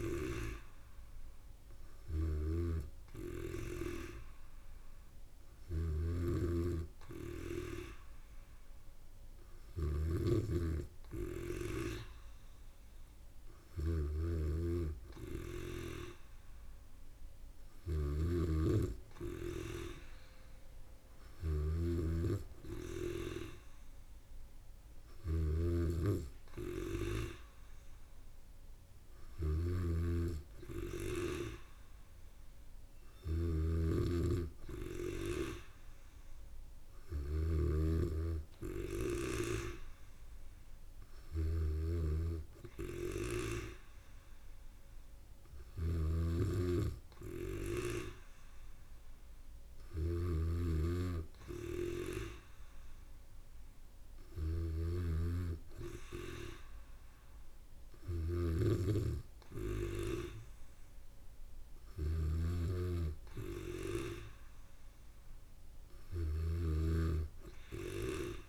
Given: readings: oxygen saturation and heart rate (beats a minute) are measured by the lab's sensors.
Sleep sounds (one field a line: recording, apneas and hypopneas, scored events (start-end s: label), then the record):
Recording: breathing in sleep by a room microphone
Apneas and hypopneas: none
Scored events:
0.00-68.49 s: snoring (device-marked)
From the record:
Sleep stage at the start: N3 (deep sleep)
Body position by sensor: on the back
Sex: female